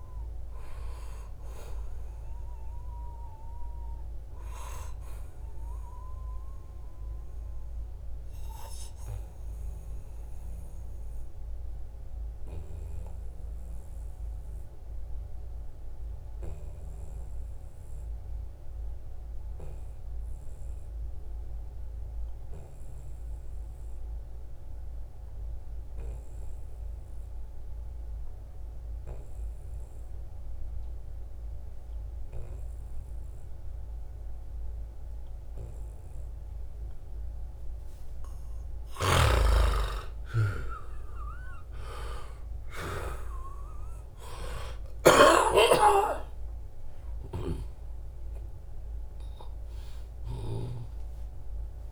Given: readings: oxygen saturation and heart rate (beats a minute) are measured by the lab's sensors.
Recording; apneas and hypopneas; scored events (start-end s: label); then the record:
breathing in sleep by a room microphone; 1
0.00-14.00 s: oxygen desaturation (device-marked, oxygen 87% lowest, heart rate 66 extreme)
6.00-37.50 s: obstructive apnea (oxygen 96% before, 87% lowest, heart rate 76 before, 66 extreme, up 12 after)
33.00-51.92 s: oxygen desaturation (device-marked, oxygen 97% before, 87% lowest, heart rate 71 before, 71 extreme)
37.00-39.00 s: long interval between heartbeats (device-marked, heart rate 70 before, 75 extreme)
38.50-45.00 s: snoring (device-marked)
39.00-43.00 s: arousal
From the record:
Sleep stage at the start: N2 (light sleep); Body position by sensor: on the back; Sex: male